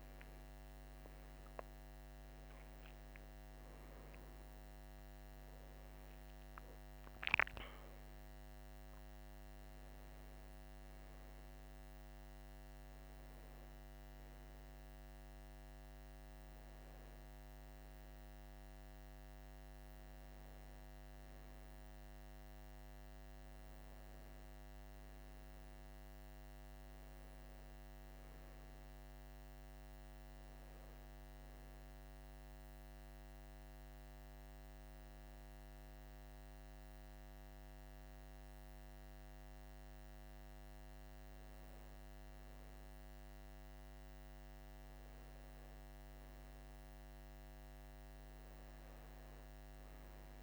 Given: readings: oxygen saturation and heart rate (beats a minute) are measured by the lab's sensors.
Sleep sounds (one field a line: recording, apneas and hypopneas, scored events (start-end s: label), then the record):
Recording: breathing in sleep, hard to hear, by a microphone on the trachea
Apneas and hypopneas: none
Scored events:
none scored
From the record:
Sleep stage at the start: N2 (light sleep)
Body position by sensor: on the right side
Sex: male